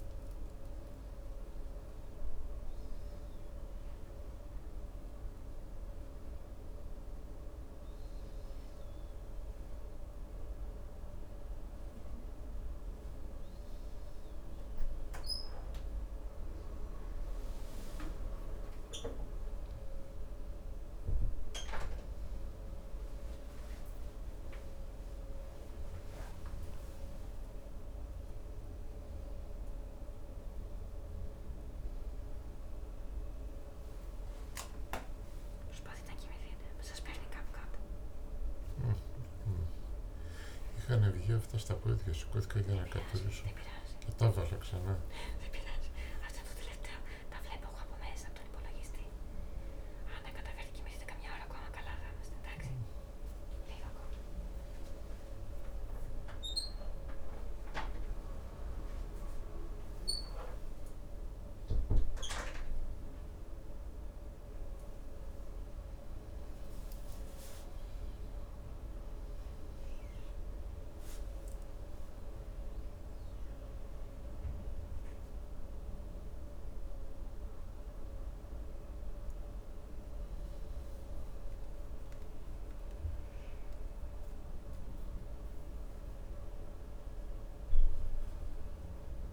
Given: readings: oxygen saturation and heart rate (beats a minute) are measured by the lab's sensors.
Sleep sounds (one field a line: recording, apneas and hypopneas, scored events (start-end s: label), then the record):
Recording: a person awake in a sleep study, by a room microphone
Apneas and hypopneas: none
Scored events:
16.00-76.00 s: new sleep stage, awake
76.00-89.33 s: new sleep stage, N1 (lightest sleep)
From the record:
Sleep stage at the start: N1 (lightest sleep)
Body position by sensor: on the right side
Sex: male